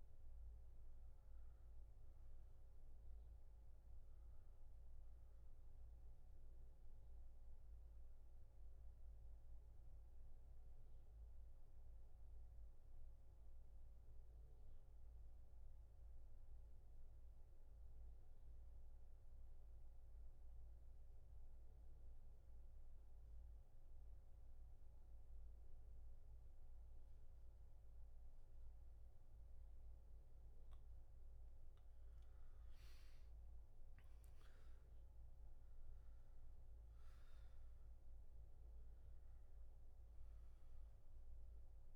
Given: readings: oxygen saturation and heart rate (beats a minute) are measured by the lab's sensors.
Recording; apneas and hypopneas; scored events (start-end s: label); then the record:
breathing in sleep, hard to hear, by a room microphone; 1
0.00-11.00 s: oxygen desaturation (device-marked, oxygen 80% lowest, heart rate 63 extreme)
8.00-30.00 s: obstructive apnea (oxygen 97% before, 82% lowest, heart rate 76 before, 63 extreme, up 11 after)
30.00-41.96 s: oxygen desaturation (device-marked, oxygen 97% before, 82% lowest, heart rate 67 before, 62 extreme)
32.50-37.00 s: arousal
From the record:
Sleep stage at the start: N2 (light sleep); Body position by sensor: on the back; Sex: male